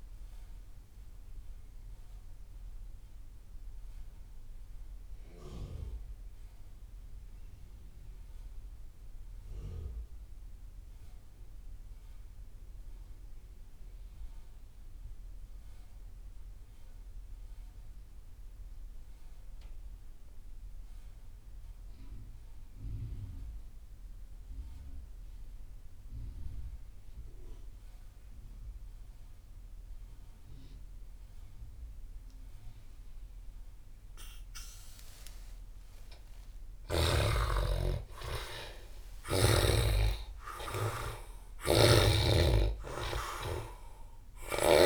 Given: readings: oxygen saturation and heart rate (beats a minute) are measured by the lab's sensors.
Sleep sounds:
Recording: breathing in sleep by a room microphone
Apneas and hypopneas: 1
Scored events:
0.00-12.50 s: oxygen desaturation (device-marked, oxygen 73% lowest)
0.50-34.50 s: mixed apnea (oxygen 97% before, 73% lowest)
28.50-44.86 s: oxygen desaturation (device-marked, oxygen 98% before, 73% lowest)
35.50-40.00 s: arousal
41.00-44.50 s: snoring (device-marked)
From the record:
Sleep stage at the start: N2 (light sleep)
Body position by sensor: on the back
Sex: male

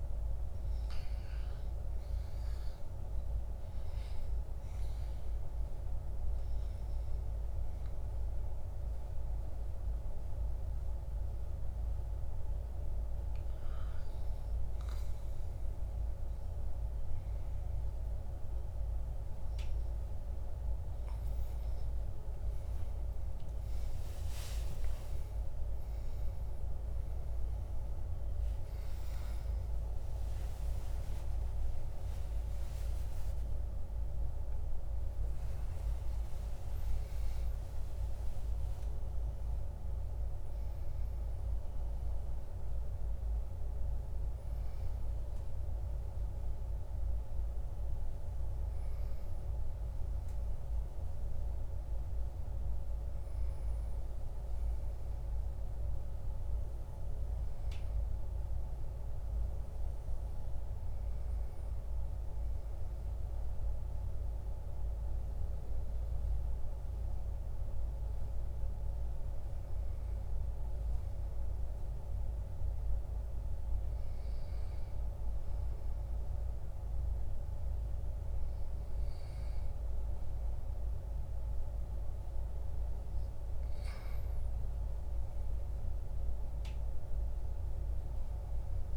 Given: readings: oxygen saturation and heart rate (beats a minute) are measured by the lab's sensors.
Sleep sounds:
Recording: a person partly awake in a sleep study, hard to hear, by a room microphone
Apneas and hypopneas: none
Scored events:
25.00-55.00 s: new sleep stage, awake
55.00-85.00 s: new sleep stage, N1 (lightest sleep)
85.00-88.97 s: new sleep stage, N2 (light sleep)
From the record:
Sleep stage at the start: REM sleep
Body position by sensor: on the back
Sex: male

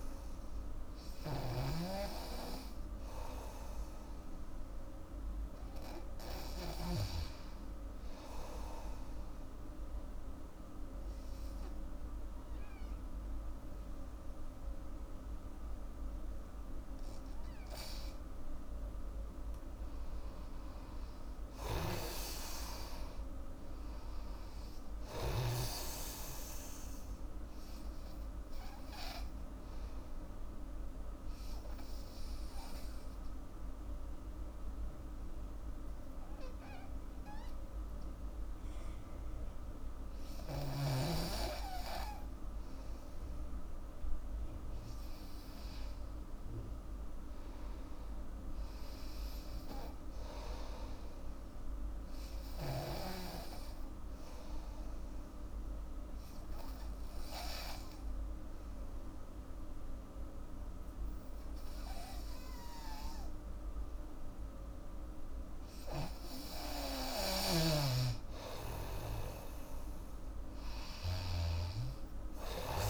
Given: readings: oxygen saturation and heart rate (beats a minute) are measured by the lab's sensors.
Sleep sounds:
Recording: breathing in sleep by a room microphone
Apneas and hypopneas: 3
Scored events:
0.00-6.50 s: oxygen desaturation (device-marked, oxygen 88% lowest, heart rate 73 extreme)
1.50-7.00 s: snoring (device-marked)
9.00-19.00 s: obstructive apnea (oxygen 98% before, 90% lowest, heart rate 80 before, 76 extreme, up 7 after)
20.50-23.50 s: arousal
21.50-25.50 s: snoring (device-marked)
23.50-37.50 s: oxygen desaturation (device-marked, oxygen 98% before, 91% lowest, heart rate 79 before, 68 extreme)
29.00-43.50 s: obstructive apnea (oxygen 98% before, 90% lowest, heart rate 80 before, 68 extreme, up 4 after)
46.00-50.00 s: arousal
47.50-64.50 s: oxygen desaturation (device-marked, oxygen 99% before, 90% lowest, heart rate 78 before, 68 extreme)
52.50-65.00 s: obstructive apnea (oxygen 99% before, 90% lowest, heart rate 78 before, 71 extreme, up 16 after)
67.50-72.90 s: snoring (device-marked)
68.00-72.50 s: arousal
From the record:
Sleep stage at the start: N2 (light sleep)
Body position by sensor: on the back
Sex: female

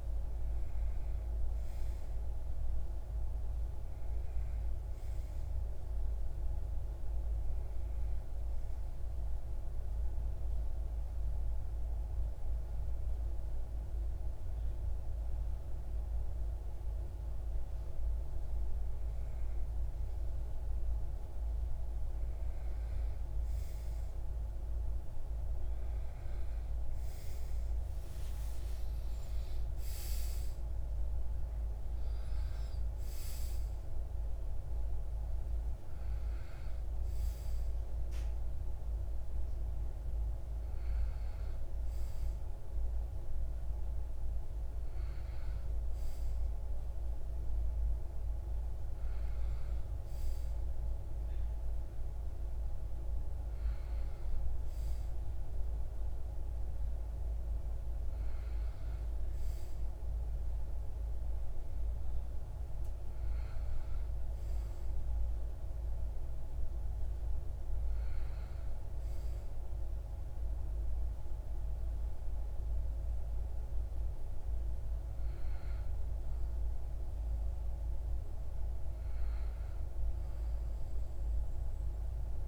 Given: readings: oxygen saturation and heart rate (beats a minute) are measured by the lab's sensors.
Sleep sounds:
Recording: breathing in sleep, hard to hear, by a room microphone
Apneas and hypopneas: 1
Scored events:
0.00-4.00 s: arousal
8.50-20.00 s: mixed apnea (oxygen 94% before, 92% lowest)
23.50-27.00 s: arousal
From the record:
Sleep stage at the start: REM sleep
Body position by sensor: on the back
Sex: male

